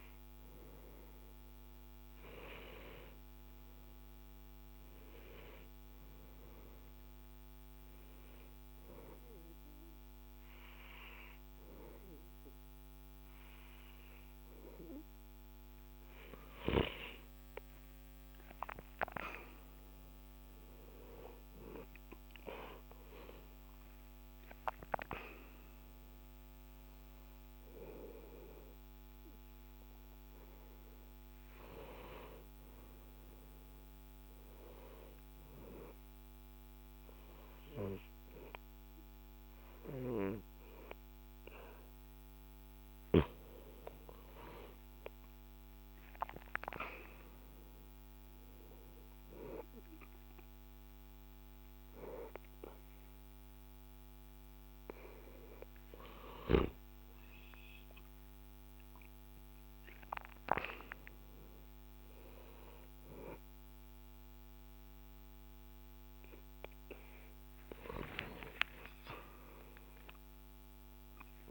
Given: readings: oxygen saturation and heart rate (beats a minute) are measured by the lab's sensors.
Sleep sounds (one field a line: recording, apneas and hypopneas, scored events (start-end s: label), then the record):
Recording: a person partly awake in a sleep study, by a microphone on the trachea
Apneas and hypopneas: 1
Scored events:
0.50-71.50 s: new sleep stage, N1 (lightest sleep)
1.50-40.50 s: oxygen desaturation (device-marked, oxygen 98% before, 93% lowest, heart rate 79 before, 64 extreme)
6.00-17.00 s: obstructive apnea (oxygen 99% before, 93% lowest, heart rate 77 before, 66 extreme, up 12 after)
19.00-23.00 s: arousal
55.50-59.00 s: arousal
From the record:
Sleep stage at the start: awake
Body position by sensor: on the back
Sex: male